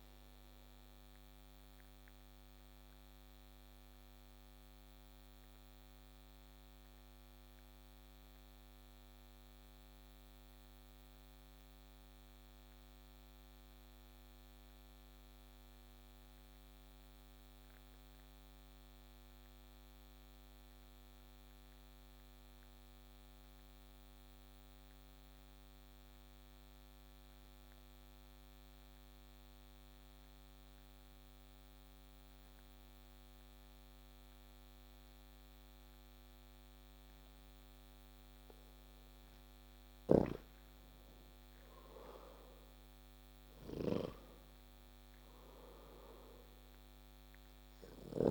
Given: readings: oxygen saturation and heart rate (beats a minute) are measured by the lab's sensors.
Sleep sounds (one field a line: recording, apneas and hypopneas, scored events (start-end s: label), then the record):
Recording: breathing in sleep by a microphone on the trachea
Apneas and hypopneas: 1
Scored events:
0.50-38.50 s: obstructive apnea (oxygen 99% before, 91% lowest)
29.00-39.00 s: oxygen desaturation (device-marked, oxygen 97% before, 94% lowest)
40.50-44.00 s: arousal
From the record:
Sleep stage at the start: N2 (light sleep)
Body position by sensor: on the back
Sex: male